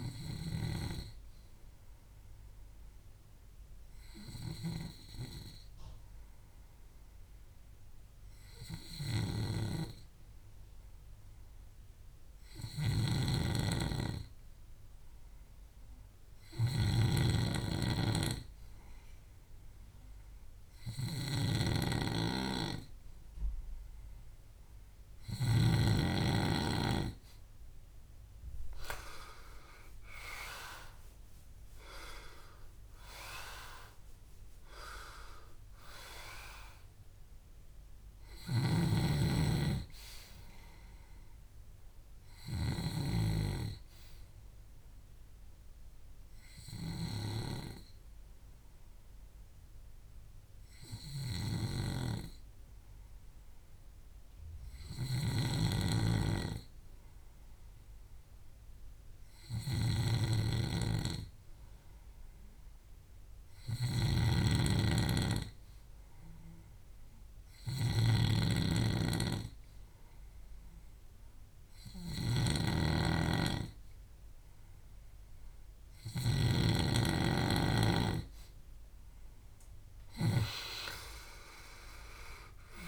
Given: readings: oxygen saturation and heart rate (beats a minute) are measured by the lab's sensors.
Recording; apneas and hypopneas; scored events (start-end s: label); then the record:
breathing in sleep by a room microphone; 2
3.00-24.00 s: hypopnea (oxygen 94% before, 92% lowest, heart rate 85 before, 62 extreme, up 4 after)
12.50-26.00 s: snoring (device-marked)
28.50-33.00 s: arousal
29.00-59.00 s: oxygen desaturation (device-marked, oxygen 98% before, 92% lowest, heart rate 67 before, 62 extreme)
38.50-43.50 s: snoring (device-marked)
48.00-78.50 s: hypopnea (oxygen 98% before, 92% lowest, heart rate 69 before, 60 extreme, up 9 after)
64.00-80.50 s: snoring (device-marked)
79.00-82.88 s: oxygen desaturation (device-marked, oxygen 97% before, 92% lowest, heart rate 65 before, 60 extreme)
81.50-82.88 s: arousal
From the record:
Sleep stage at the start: N2 (light sleep); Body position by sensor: on the left side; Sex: male